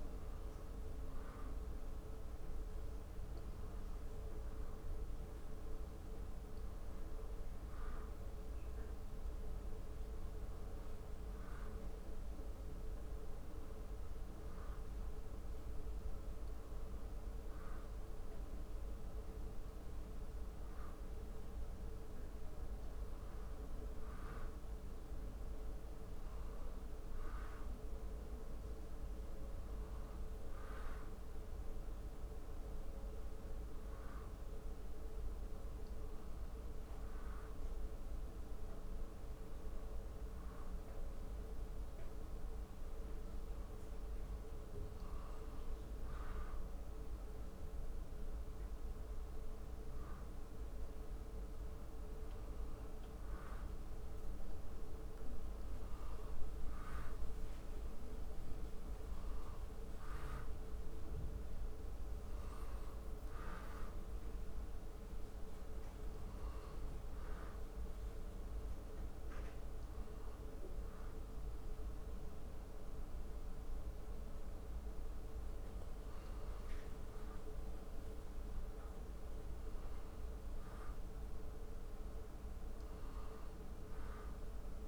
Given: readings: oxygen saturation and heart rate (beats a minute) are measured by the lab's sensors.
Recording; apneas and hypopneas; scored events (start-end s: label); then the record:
breathing in sleep, hard to hear, by a room microphone; none
none scored
From the record:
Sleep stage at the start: N2 (light sleep); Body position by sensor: on the back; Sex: male